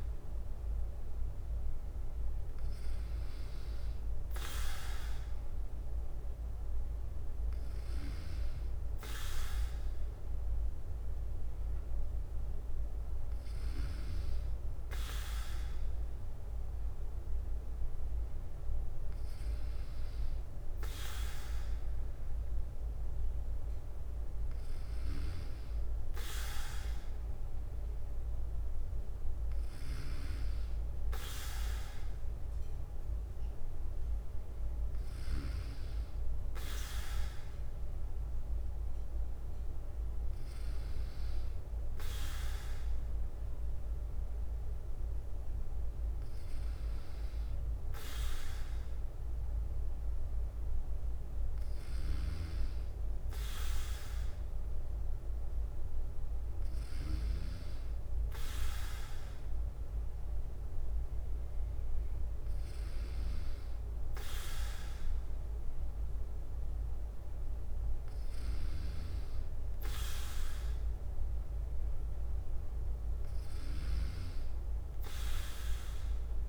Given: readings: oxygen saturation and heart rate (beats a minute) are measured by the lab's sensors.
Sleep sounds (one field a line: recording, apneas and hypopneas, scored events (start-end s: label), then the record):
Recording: breathing in sleep by a room microphone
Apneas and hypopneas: none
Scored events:
0.00-4.50 s: bradycardia (device-marked, heart rate 57 extreme)
7.50-26.50 s: bradycardia (device-marked, heart rate 58 before, 56 extreme)
27.50-76.49 s: bradycardia (device-marked, heart rate 58 before, 55 extreme)
From the record:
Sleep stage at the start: N2 (light sleep)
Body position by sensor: on the back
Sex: male